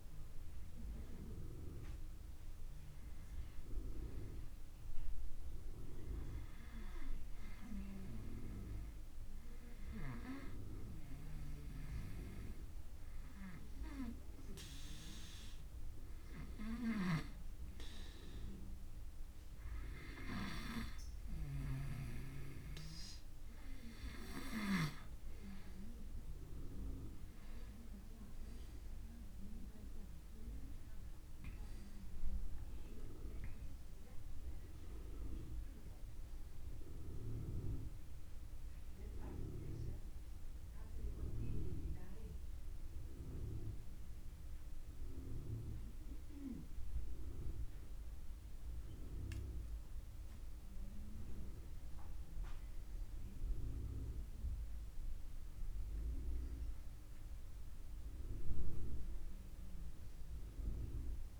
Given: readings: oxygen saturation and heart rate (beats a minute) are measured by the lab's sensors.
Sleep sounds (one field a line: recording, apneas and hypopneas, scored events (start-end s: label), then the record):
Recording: breathing in sleep by a room microphone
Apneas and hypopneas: 1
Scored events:
5.50-23.50 s: obstructive apnea (oxygen 98% before, 94% lowest, heart rate 47 before, 36 extreme, up 0 after)
25.50-29.00 s: arousal
From the record:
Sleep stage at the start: N2 (light sleep)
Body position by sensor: on the back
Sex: male